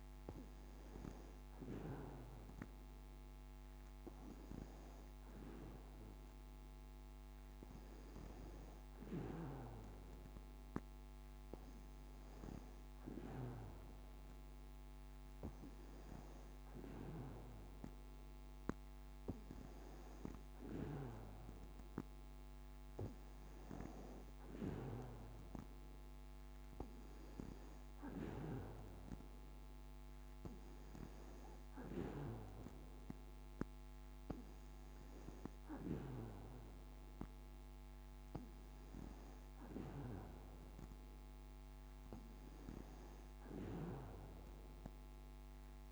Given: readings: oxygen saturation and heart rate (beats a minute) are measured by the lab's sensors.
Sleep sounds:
breathing in sleep by a microphone on the trachea; none
none scored
From the record:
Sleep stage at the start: N2 (light sleep); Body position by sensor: on the back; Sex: female

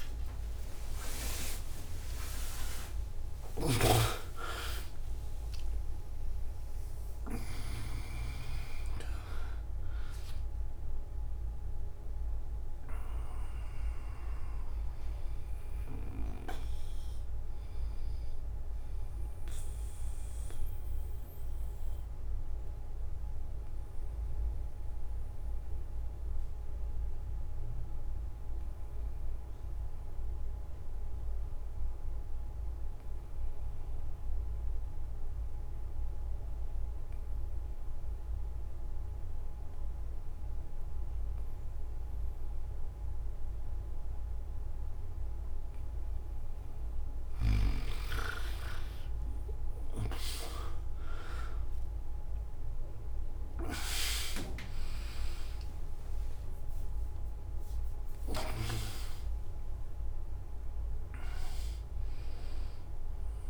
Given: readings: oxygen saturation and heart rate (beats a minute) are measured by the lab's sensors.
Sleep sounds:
breathing in sleep by a room microphone; 1
8.50-28.50 s: oxygen desaturation (device-marked, oxygen 90% before, 81% lowest)
13.50-63.50 s: new sleep stage, N2 (light sleep)
19.50-45.50 s: obstructive apnea (oxygen 90% before, 81% lowest)
47.50-63.50 s: oxygen desaturation (device-marked, oxygen 100% before, 88% lowest)
From the record:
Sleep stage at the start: N1 (lightest sleep); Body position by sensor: on the back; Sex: male

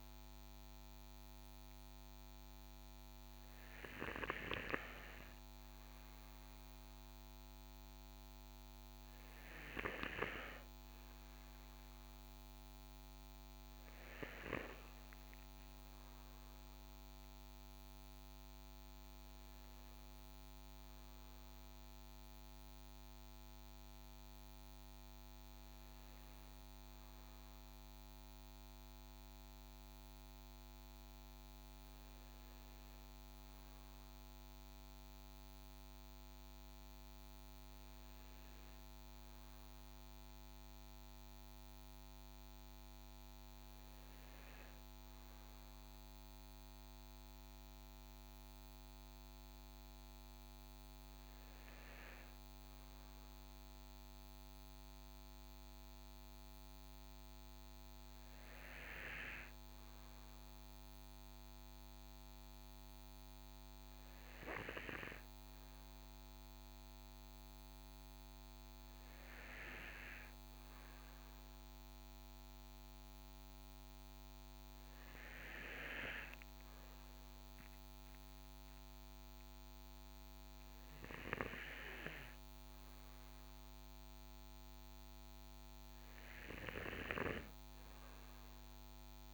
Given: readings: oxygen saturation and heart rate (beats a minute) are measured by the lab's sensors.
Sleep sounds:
breathing in sleep by a microphone on the trachea; none
none scored
From the record:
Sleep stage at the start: N2 (light sleep); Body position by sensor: on the back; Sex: male

